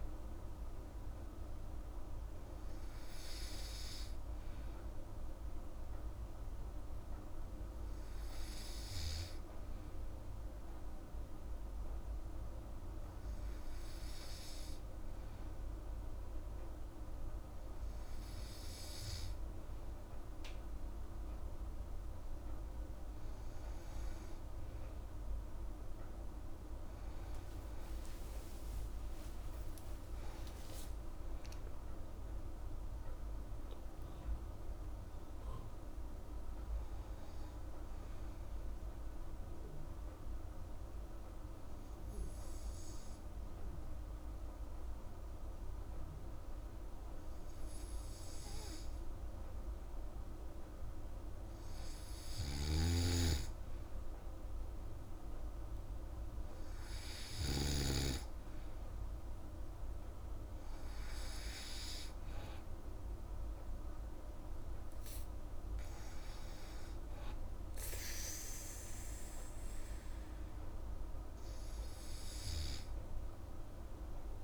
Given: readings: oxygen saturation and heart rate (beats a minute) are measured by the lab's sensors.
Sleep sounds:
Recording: breathing in sleep, hard to hear, by a room microphone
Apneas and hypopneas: 1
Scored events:
28.00-31.50 s: arousal
39.00-51.00 s: hypopnea (oxygen 96% before, 94% lowest)
52.50-58.00 s: snoring (device-marked)
54.50-58.00 s: arousal
62.00-74.00 s: oxygen desaturation (device-marked, oxygen 97% before, 94% lowest, heart rate 36 before, 58 extreme)
From the record:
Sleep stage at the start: N2 (light sleep)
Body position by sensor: on the back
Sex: female

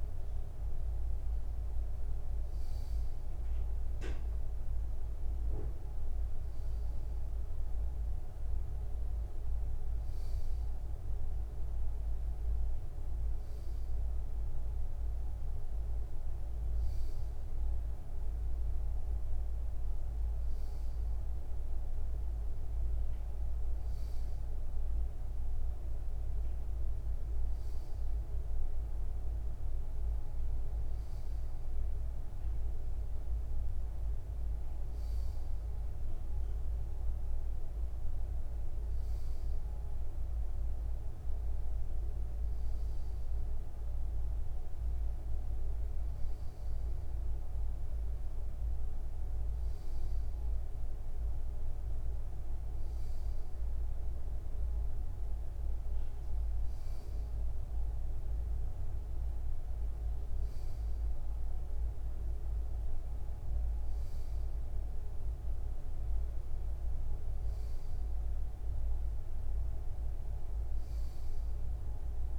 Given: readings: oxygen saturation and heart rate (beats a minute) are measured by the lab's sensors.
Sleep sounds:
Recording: breathing in sleep, hard to hear, by a room microphone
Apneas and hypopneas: none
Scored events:
40.00-44.00 s: arousal
From the record:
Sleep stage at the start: N2 (light sleep)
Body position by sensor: on the back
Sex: male

